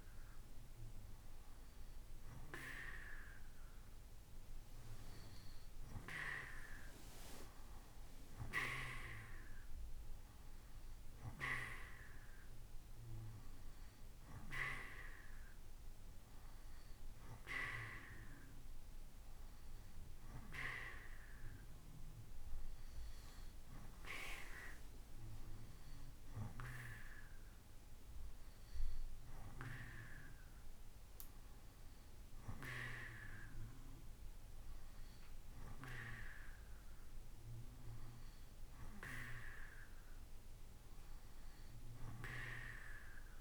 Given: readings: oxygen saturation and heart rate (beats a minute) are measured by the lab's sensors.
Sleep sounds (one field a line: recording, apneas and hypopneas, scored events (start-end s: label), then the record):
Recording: breathing in sleep by a room microphone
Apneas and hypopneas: none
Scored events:
none scored
From the record:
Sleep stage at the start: N2 (light sleep)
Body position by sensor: on the right side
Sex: male